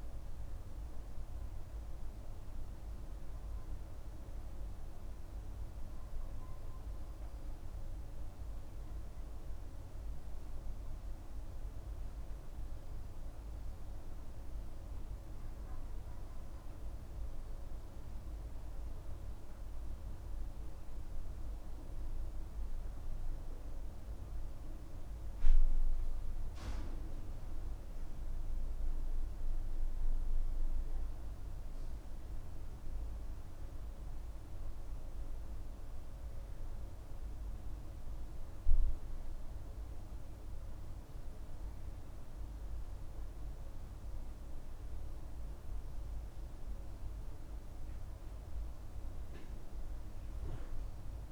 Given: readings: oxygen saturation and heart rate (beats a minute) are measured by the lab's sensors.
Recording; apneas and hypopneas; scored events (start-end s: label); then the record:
breathing in sleep, hard to hear, by a room microphone; none
0.00-10.50 s: oxygen desaturation (device-marked, oxygen 88% lowest, heart rate 46 extreme)
From the record:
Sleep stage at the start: N2 (light sleep); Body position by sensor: on the back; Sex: male